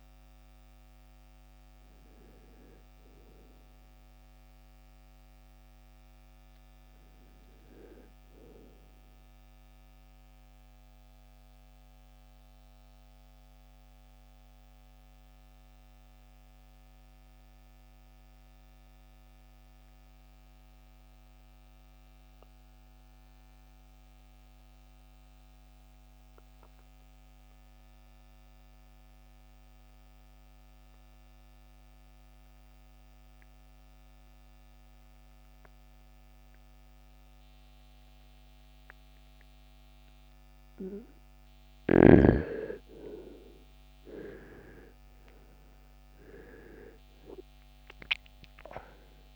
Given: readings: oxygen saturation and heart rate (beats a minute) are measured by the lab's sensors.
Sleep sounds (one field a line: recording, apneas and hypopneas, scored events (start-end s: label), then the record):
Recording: breathing in sleep by a microphone on the trachea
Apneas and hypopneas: 1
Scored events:
0.00-27.00 s: oxygen desaturation (device-marked, oxygen 80% lowest, heart rate 53 extreme)
8.50-40.50 s: mixed apnea (oxygen 96% before, 80% lowest, heart rate 79 before, 53 extreme)
35.00-49.36 s: new sleep stage, N2 (light sleep)
42.00-48.00 s: arousal
From the record:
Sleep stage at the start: REM sleep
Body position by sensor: on the right side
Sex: male